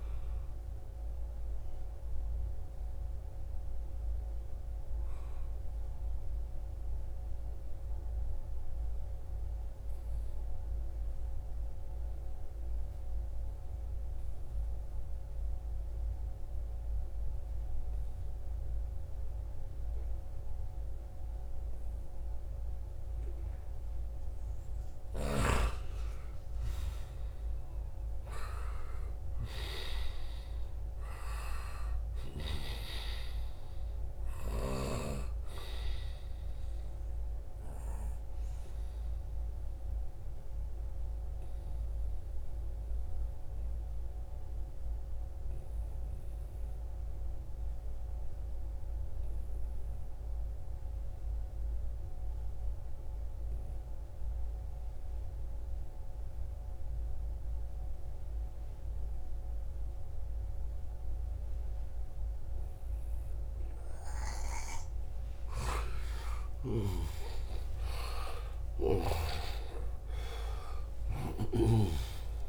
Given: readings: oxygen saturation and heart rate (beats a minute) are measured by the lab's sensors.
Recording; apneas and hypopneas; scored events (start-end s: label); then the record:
breathing in sleep by a room microphone; 2
0.00-10.50 s: oxygen desaturation (device-marked, oxygen 89% lowest, heart rate 70 extreme)
5.50-24.00 s: obstructive apnea (oxygen 95% before, 89% lowest, heart rate 76 before, 70 extreme, up 4 after)
26.00-30.50 s: arousal
34.50-45.50 s: oxygen desaturation (device-marked, oxygen 95% before, 91% lowest, heart rate 72 before, 66 extreme)
37.50-64.50 s: obstructive apnea (oxygen 96% before, 89% lowest, heart rate 73 before, 66 extreme, up 17 after)
61.50-72.49 s: oxygen desaturation (device-marked, oxygen 95% before, 89% lowest, heart rate 71 before, 67 extreme)
65.00-71.50 s: snoring (device-marked)
65.50-71.50 s: arousal
71.00-72.49 s: long interval between heartbeats (device-marked, heart rate 68 before, 81 extreme)
From the record:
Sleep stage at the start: N2 (light sleep); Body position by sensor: on the right side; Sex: male